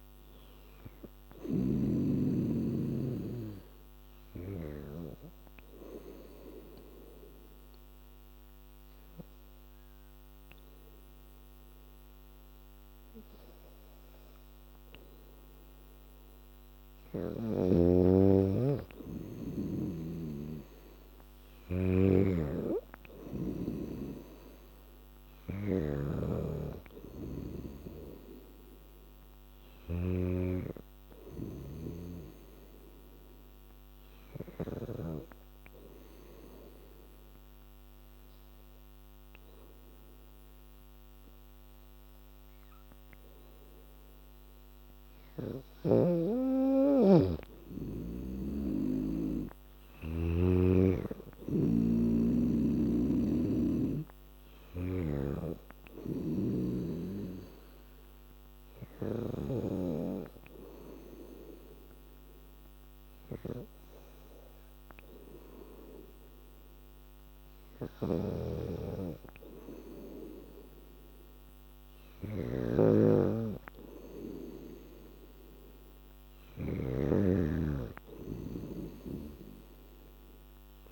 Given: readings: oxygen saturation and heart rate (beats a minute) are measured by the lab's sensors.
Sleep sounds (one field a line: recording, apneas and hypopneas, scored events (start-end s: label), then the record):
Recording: breathing in sleep by a microphone on the trachea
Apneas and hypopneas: 2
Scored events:
0.00-15.00 s: oxygen desaturation (device-marked, oxygen 90% lowest, heart rate 77 extreme)
6.00-17.00 s: obstructive apnea (oxygen 97% before, 90% lowest, heart rate 81 before, 77 extreme, up 9 after)
19.00-21.50 s: arousal
20.00-80.92 s: new sleep stage, N3 (deep sleep)
22.00-35.00 s: snoring (device-marked)
25.00-34.00 s: oxygen desaturation (device-marked, oxygen 99% before, 94% lowest, heart rate 83 before, 80 extreme)
37.50-48.50 s: obstructive apnea (oxygen 99% before, 92% lowest, heart rate 84 before, 81 extreme, up 2 after)
49.00-65.00 s: oxygen desaturation (device-marked, oxygen 97% before, 92% lowest, heart rate 82 before, 81 extreme)
50.00-53.50 s: arousal
53.00-59.50 s: snoring (device-marked)
67.50-80.92 s: snoring (device-marked)
From the record:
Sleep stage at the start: N2 (light sleep)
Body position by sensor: on the back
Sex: female